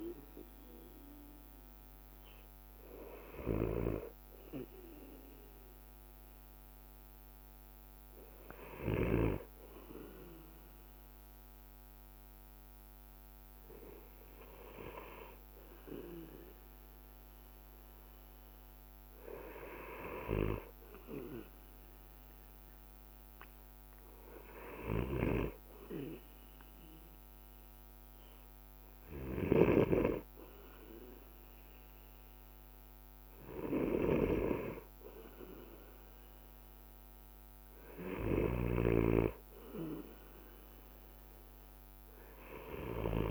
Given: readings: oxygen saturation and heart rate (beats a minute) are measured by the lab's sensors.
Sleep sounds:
breathing in sleep by a microphone on the trachea; none
25.00-30.00 s: snoring (device-marked)
From the record:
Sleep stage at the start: N2 (light sleep); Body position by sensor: on the right side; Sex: male

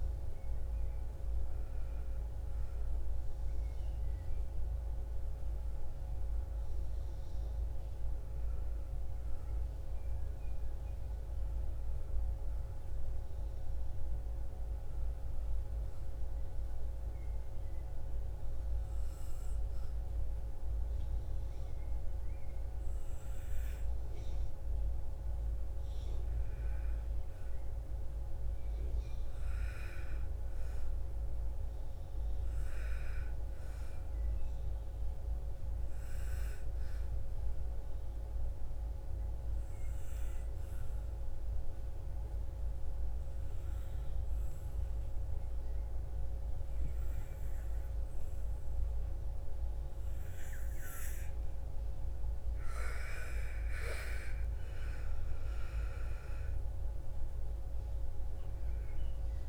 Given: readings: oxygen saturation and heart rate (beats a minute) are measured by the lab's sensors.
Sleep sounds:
breathing in sleep, hard to hear, by a room microphone; 2
0.00-10.00 s: oxygen desaturation (device-marked, oxygen 87% lowest, heart rate 55 extreme)
11.00-59.49 s: new sleep stage, REM sleep
15.50-25.50 s: obstructive apnea (oxygen 97% before, 88% lowest, heart rate 60 before, 55 extreme, up 6 after)
28.50-32.50 s: arousal
34.00-45.00 s: oxygen desaturation (device-marked, oxygen 96% before, 93% lowest, heart rate 58 before, 56 extreme)
37.00-50.50 s: obstructive apnea (oxygen 97% before, 88% lowest, heart rate 58 before, 56 extreme, up 6 after)
52.50-56.00 s: arousal
55.00-59.49 s: oxygen desaturation (device-marked, oxygen 96% before, 88% lowest, heart rate 58 before, 53 extreme)
From the record:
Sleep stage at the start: N2 (light sleep); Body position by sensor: on the back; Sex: female

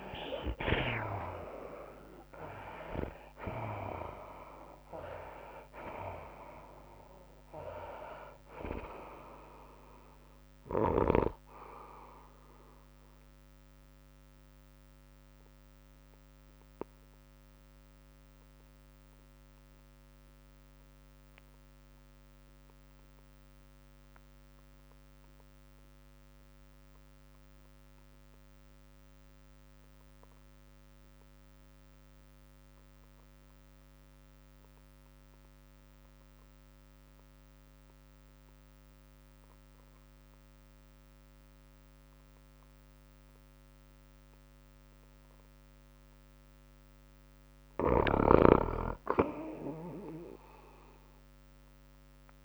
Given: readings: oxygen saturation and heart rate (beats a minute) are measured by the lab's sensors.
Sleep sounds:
breathing in sleep by a microphone on the trachea; 1
0.00-20.00 s: oxygen desaturation (device-marked, oxygen 66% lowest, heart rate 94 extreme)
0.00-33.00 s: tachycardia (device-marked, heart rate 116 extreme)
1.00-16.00 s: drop in pulse transit time (device-marked, heart rate 98 before, 105 extreme)
2.00-7.00 s: arousal
14.50-46.50 s: obstructive apnea (oxygen 74% before, 58% lowest, heart rate 108 before, 94 extreme, up 0 after)
22.00-52.45 s: oxygen desaturation (device-marked, oxygen 98% before, 61% lowest, heart rate 113 before, 94 extreme)
47.50-50.50 s: arousal
From the record:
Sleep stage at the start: REM sleep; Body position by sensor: on the right side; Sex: female

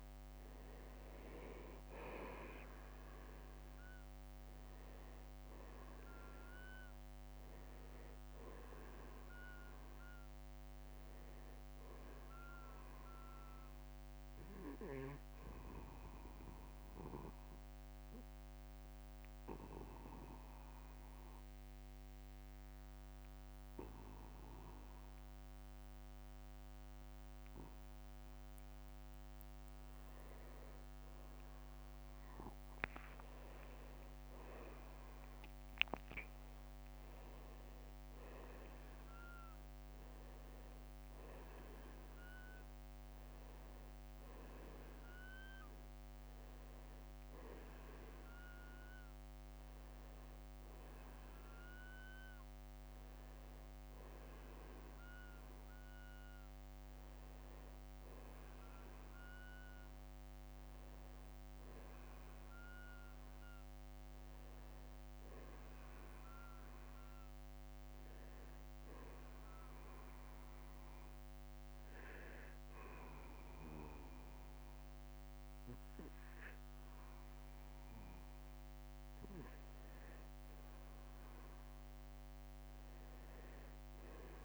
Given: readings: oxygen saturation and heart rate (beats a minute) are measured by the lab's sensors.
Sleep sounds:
breathing in sleep by a microphone on the trachea; 2
0.50-6.00 s: arousal
9.50-11.50 s: long interval between heartbeats (device-marked, heart rate 54 before, 68 extreme)
14.50-29.50 s: obstructive apnea (oxygen 95% before, 88% lowest, heart rate 58 before, 51 extreme, up 12 after)
16.50-18.50 s: long interval between heartbeats (device-marked, heart rate 58 before, 60 extreme)
21.00-35.00 s: oxygen desaturation (device-marked, oxygen 95% before, 89% lowest, heart rate 61 before, 51 extreme)
31.50-35.00 s: arousal
48.00-50.00 s: long interval between heartbeats (device-marked, heart rate 62 before, 51 extreme)
50.50-52.50 s: long interval between heartbeats (device-marked, heart rate 61 before, 54 extreme)
52.00-67.00 s: oxygen desaturation (device-marked, oxygen 94% before, 88% lowest, heart rate 60 before, 46 extreme)
54.50-56.50 s: long interval between heartbeats (device-marked, heart rate 59 before, 54 extreme)
63.00-66.50 s: arousal
65.50-67.50 s: long interval between heartbeats (device-marked, heart rate 56 before, 62 extreme)
70.00-80.00 s: hypopnea (oxygen 95% before, 89% lowest, heart rate 57 before, 46 extreme, up 12 after)
78.00-80.00 s: long interval between heartbeats (device-marked, heart rate 59 before, 46 extreme)
82.00-84.45 s: arousal
From the record:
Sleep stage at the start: N2 (light sleep); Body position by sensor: on the back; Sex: male

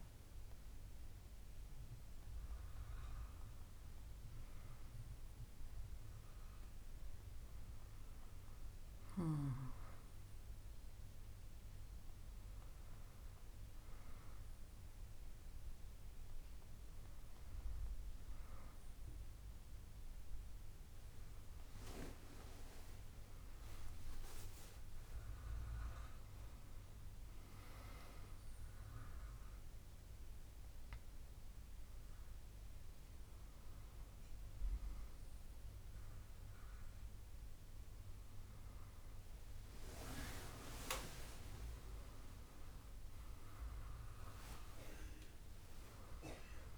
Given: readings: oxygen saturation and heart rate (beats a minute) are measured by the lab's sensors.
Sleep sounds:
a person awake in a sleep study, by a room microphone; none
none scored
From the record:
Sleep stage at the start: awake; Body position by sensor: on the back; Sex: female

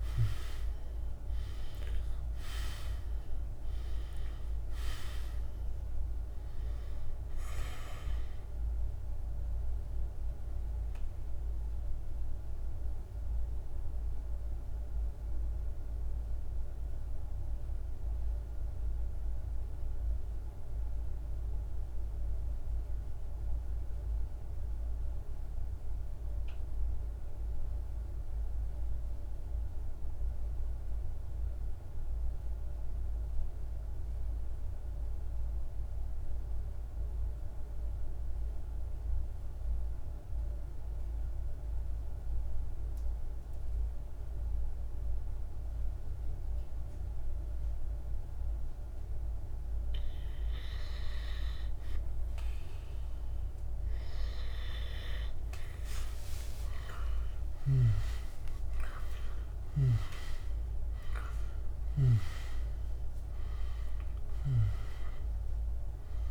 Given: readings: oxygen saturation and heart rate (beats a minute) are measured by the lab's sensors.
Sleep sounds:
breathing in sleep by a room microphone; 1
0.00-21.50 s: oxygen desaturation (device-marked, oxygen 86% lowest, heart rate 48 extreme)
10.00-50.00 s: mixed apnea (oxygen 99% before, 86% lowest, heart rate 60 before, 48 extreme, up 5 after)
38.50-66.31 s: oxygen desaturation (device-marked, oxygen 99% before, 87% lowest, heart rate 50 before, 46 extreme)
55.00-60.50 s: arousal
From the record:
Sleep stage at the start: N2 (light sleep); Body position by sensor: on the back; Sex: male

